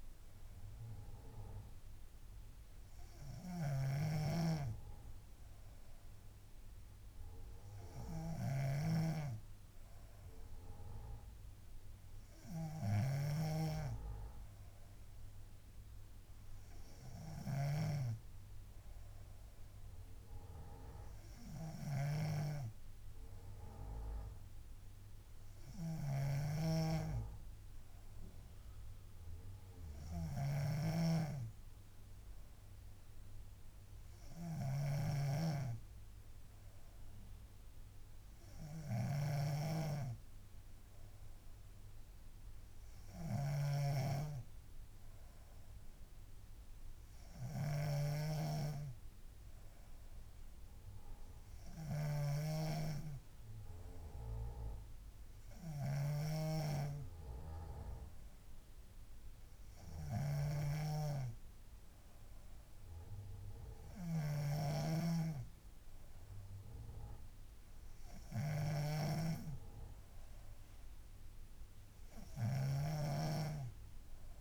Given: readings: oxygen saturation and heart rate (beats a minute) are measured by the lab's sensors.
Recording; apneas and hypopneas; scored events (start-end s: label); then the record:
breathing in sleep by a room microphone; none
0.00-44.00 s: snoring (device-marked)
52.50-65.50 s: snoring (device-marked)
72.50-74.41 s: snoring (device-marked)
From the record:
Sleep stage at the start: N3 (deep sleep); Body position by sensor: on the back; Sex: female